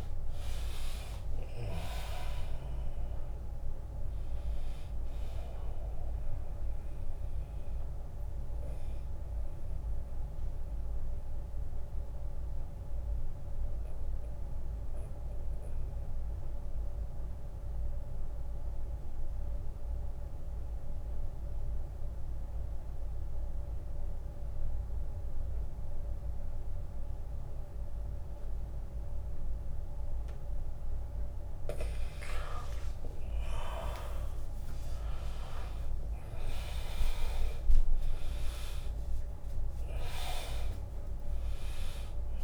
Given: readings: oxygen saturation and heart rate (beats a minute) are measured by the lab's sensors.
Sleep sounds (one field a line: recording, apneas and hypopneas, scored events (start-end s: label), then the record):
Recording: breathing in sleep by a room microphone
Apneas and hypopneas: 1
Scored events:
0.00-5.00 s: drop in pulse transit time (device-marked, heart rate 77 extreme)
0.00-19.00 s: oxygen desaturation (device-marked, oxygen 87% lowest, heart rate 70 extreme)
8.50-29.50 s: mixed apnea (oxygen 100% before, 85% lowest, heart rate 79 before, 70 extreme, up 15 after)
32.00-36.00 s: arousal
36.00-42.44 s: drop in pulse transit time (device-marked, heart rate 76 before, 79 extreme)
36.00-42.44 s: oxygen desaturation (device-marked, oxygen 100% before, 85% lowest, heart rate 76 before, 72 extreme)
From the record:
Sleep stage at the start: N2 (light sleep)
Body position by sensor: on the back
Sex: male